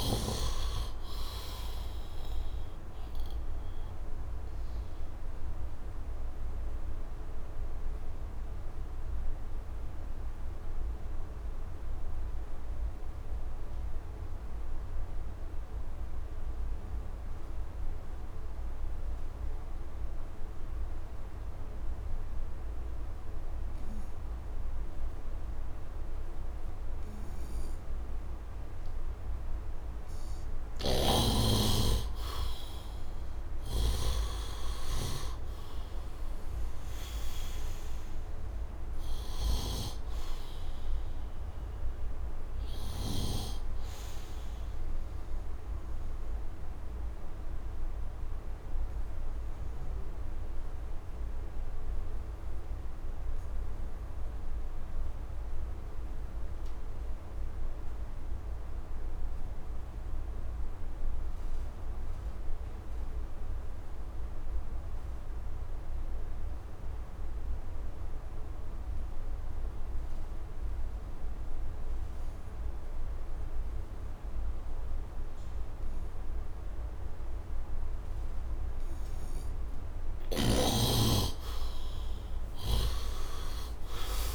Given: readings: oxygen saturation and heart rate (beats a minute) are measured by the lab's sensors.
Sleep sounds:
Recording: breathing in sleep by a room microphone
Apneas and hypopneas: 2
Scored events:
0.00-18.50 s: oxygen desaturation (device-marked, oxygen 81% lowest, heart rate 66 extreme)
3.00-31.00 s: obstructive apnea (oxygen 99% before, 77% lowest, heart rate 77 before, 66 extreme, up 11 after)
27.00-43.00 s: snoring (device-marked)
28.50-62.50 s: oxygen desaturation (device-marked, oxygen 99% before, 77% lowest, heart rate 70 before, 67 extreme)
32.50-37.00 s: arousal
46.50-80.00 s: obstructive apnea (oxygen 99% before, 73% lowest, heart rate 79 before, 65 extreme, up 18 after)
75.50-84.35 s: oxygen desaturation (device-marked, oxygen 100% before, 75% lowest, heart rate 74 before, 65 extreme)
81.50-84.35 s: arousal
From the record:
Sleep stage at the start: N2 (light sleep)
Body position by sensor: on the right side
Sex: male

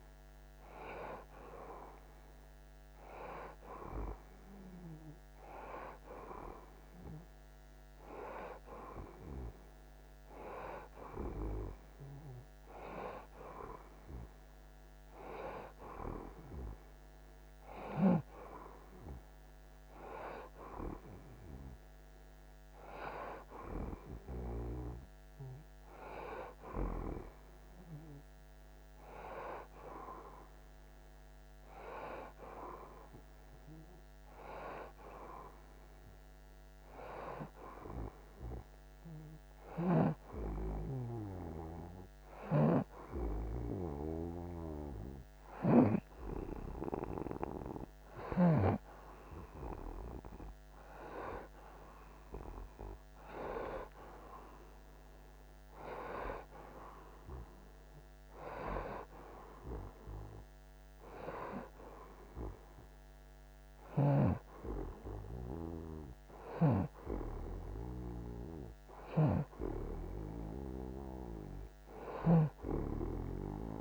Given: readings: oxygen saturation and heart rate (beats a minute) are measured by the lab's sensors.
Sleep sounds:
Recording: breathing in sleep by a microphone on the trachea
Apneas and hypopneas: none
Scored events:
66.50-73.81 s: snoring (device-marked)
From the record:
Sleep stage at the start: N1 (lightest sleep)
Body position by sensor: on the right side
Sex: male

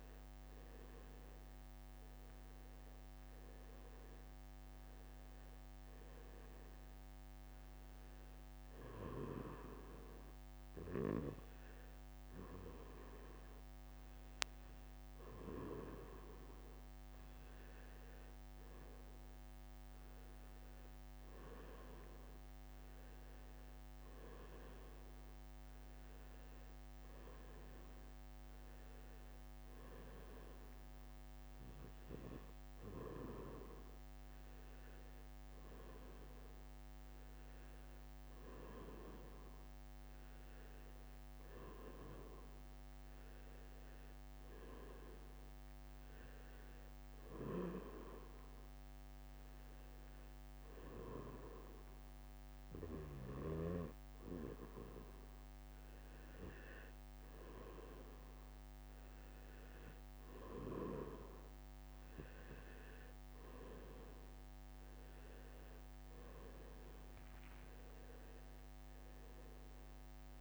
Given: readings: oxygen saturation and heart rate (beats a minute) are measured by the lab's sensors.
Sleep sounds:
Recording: breathing in sleep by a microphone on the trachea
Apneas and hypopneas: none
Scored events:
1.00-3.00 s: leg movement (device-marked)
64.50-70.41 s: drop in pulse transit time (device-marked, heart rate 67 before, 66 extreme)
67.50-70.41 s: leg movement (device-marked)
From the record:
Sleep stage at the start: N2 (light sleep)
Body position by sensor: on the back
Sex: male

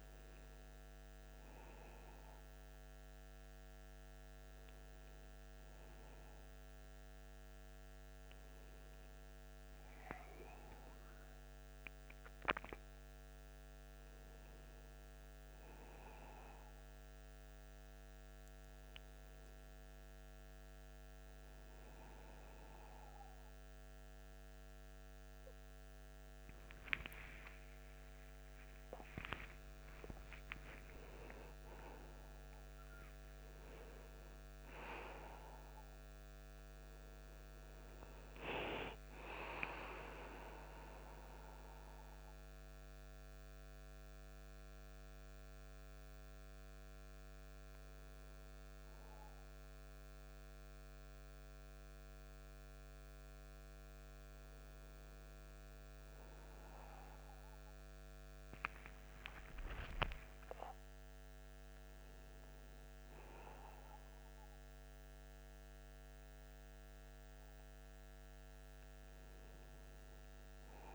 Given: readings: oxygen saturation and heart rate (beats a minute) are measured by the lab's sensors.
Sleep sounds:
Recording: a person partly awake in a sleep study, by a microphone on the trachea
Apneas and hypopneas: none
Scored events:
20.50-50.50 s: new sleep stage, awake
50.50-70.95 s: new sleep stage, N2 (light sleep)
From the record:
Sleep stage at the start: N2 (light sleep)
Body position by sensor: on the back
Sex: male

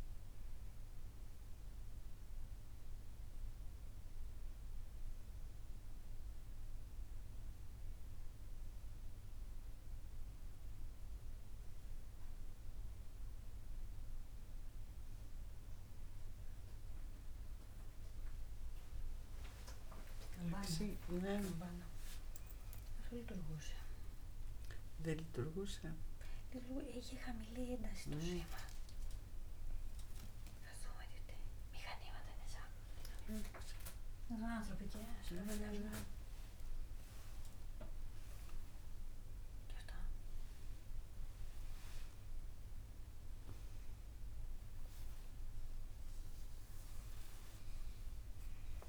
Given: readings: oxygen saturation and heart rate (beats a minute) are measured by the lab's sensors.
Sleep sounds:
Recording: a person awake in a sleep study, by a room microphone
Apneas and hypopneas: none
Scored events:
none scored
From the record:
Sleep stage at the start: awake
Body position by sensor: on the right side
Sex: female

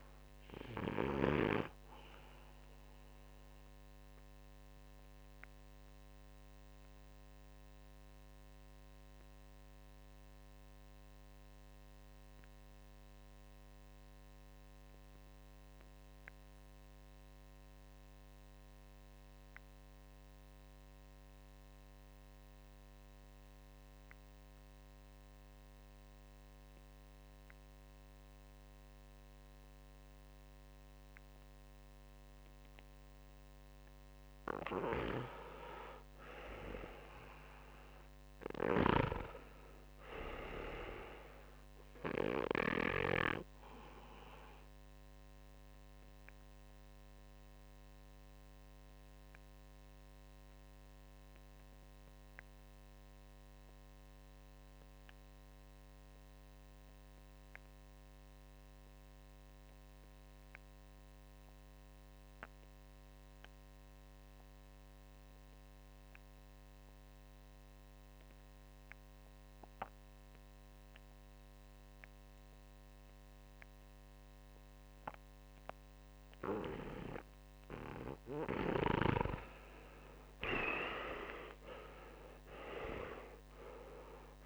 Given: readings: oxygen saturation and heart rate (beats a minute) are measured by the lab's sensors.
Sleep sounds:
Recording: breathing in sleep by a microphone on the trachea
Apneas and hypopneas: 2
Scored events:
0.00-20.50 s: oxygen desaturation (device-marked, oxygen 91% lowest, heart rate 53 extreme)
2.00-33.50 s: mixed apnea (oxygen 99% before, 89% lowest, heart rate 62 before, 53 extreme, up 4 after)
35.00-38.50 s: arousal
35.50-61.50 s: oxygen desaturation (device-marked, oxygen 99% before, 89% lowest, heart rate 60 before, 55 extreme)
44.50-76.50 s: mixed apnea (oxygen 99% before, 88% lowest, heart rate 63 before, 55 extreme, up 11 after)
74.50-84.46 s: oxygen desaturation (device-marked, oxygen 98% before, 89% lowest, heart rate 61 before, 56 extreme)
78.50-83.50 s: arousal
From the record:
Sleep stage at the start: REM sleep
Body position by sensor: on the back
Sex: male

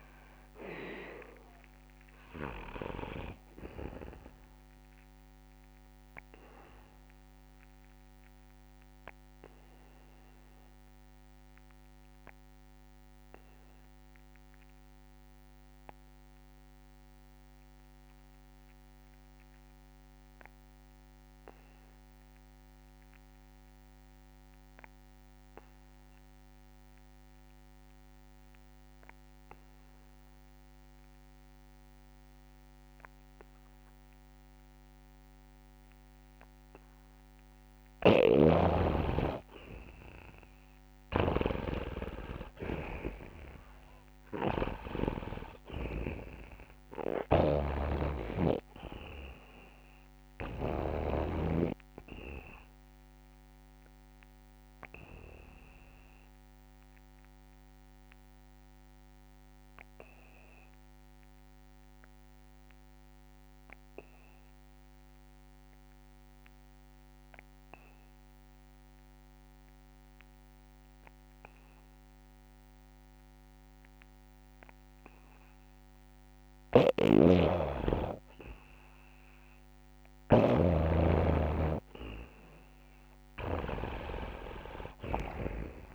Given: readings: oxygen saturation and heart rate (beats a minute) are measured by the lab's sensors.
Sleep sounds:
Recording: breathing in sleep by a microphone on the trachea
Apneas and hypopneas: 2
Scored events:
0.00-2.00 s: long interval between heartbeats (device-marked, heart rate 67 before, 63 extreme)
0.00-20.50 s: oxygen desaturation (device-marked, oxygen 82% lowest, heart rate 45 extreme)
2.50-4.50 s: long interval between heartbeats (device-marked, heart rate 65 before, 46 extreme)
9.00-38.00 s: obstructive apnea (oxygen 96% before, 79% lowest, heart rate 59 before, 44 extreme, up 2 after)
31.50-64.50 s: oxygen desaturation (device-marked, oxygen 99% before, 79% lowest, heart rate 70 before, 44 extreme)
37.50-50.50 s: snoring (device-marked)
40.00-42.00 s: long interval between heartbeats (device-marked, heart rate 68 before, 66 extreme)
41.00-44.50 s: arousal
48.00-50.00 s: long interval between heartbeats (device-marked, heart rate 60 before, 47 extreme)
54.00-79.00 s: obstructive apnea (oxygen 99% before, 79% lowest, heart rate 57 before, 46 extreme)
62.00-64.00 s: long interval between heartbeats (device-marked, heart rate 58 before, 66 extreme)
75.50-85.94 s: oxygen desaturation (device-marked, oxygen 98% before, 83% lowest, heart rate 64 before, 29 extreme)
76.50-85.94 s: snoring (device-marked)
83.00-85.94 s: arousal
83.50-85.50 s: long interval between heartbeats (device-marked, heart rate 63 before, 64 extreme)
From the record:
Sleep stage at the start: N2 (light sleep)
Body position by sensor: on the back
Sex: male

